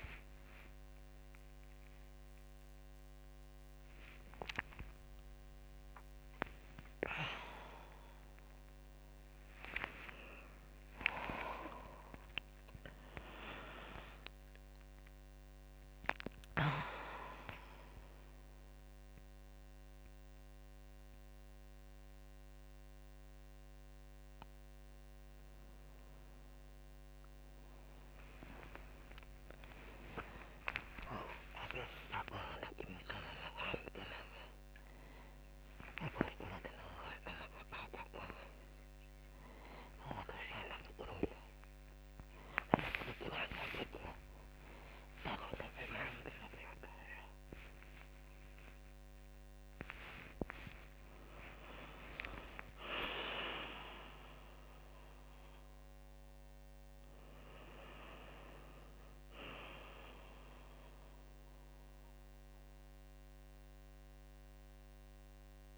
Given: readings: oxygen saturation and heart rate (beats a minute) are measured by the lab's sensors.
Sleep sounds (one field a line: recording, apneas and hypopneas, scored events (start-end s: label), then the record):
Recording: a person awake in a sleep study, by a microphone on the trachea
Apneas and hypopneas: none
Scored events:
9.50-11.50 s: long interval between heartbeats (device-marked, heart rate 73 before, 82 extreme)
43.50-45.50 s: long interval between heartbeats (device-marked, heart rate 66 before, 78 extreme)
From the record:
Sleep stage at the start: awake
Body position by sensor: on the back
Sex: female